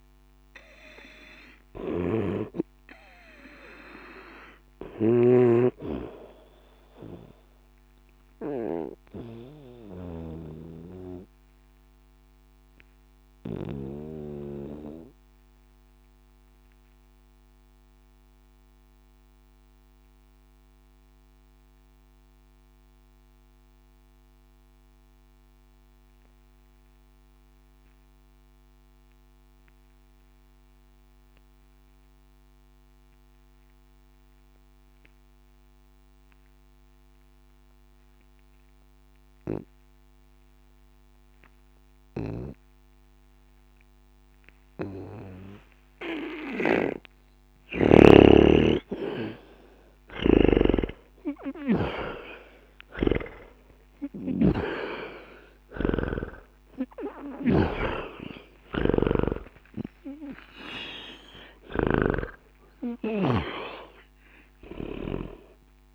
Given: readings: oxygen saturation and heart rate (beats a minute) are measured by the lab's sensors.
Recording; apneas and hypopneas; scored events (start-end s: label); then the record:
breathing in sleep by a microphone on the trachea; 1
2.50-24.50 s: oxygen desaturation (device-marked, oxygen 90% before, 77% lowest, heart rate 60 before, 59 extreme)
4.50-48.00 s: obstructive apnea (oxygen 96% before, 76% lowest, heart rate 60 before, 59 extreme)
42.50-65.95 s: oxygen desaturation (device-marked, oxygen 99% before, 76% lowest, heart rate 61 before, 59 extreme)
50.00-62.00 s: snoring (device-marked)
54.00-60.00 s: arousal
From the record:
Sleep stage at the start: N2 (light sleep); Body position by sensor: on the back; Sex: male